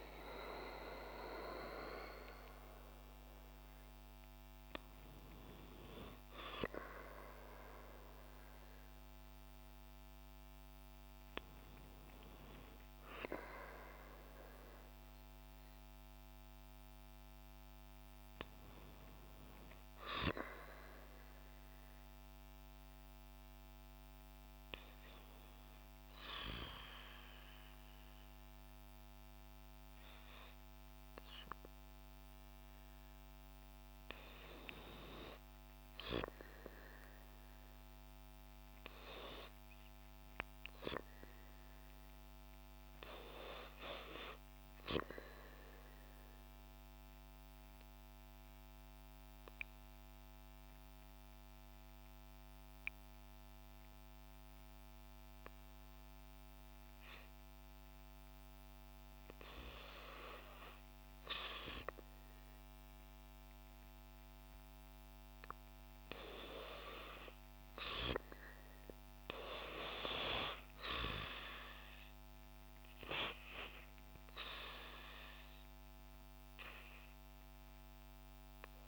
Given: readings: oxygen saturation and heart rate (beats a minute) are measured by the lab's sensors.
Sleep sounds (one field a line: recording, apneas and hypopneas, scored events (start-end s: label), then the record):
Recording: breathing in sleep by a microphone on the trachea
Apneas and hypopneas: 1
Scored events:
38.50-78.88 s: oxygen desaturation (device-marked, oxygen 97% before, 87% lowest, heart rate 58 before, 58 extreme)
45.00-64.50 s: obstructive apnea (oxygen 98% before, 81% lowest, heart rate 58 before, 58 extreme, up 4 after)
66.00-70.50 s: arousal
From the record:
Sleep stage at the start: REM sleep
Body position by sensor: on the back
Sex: female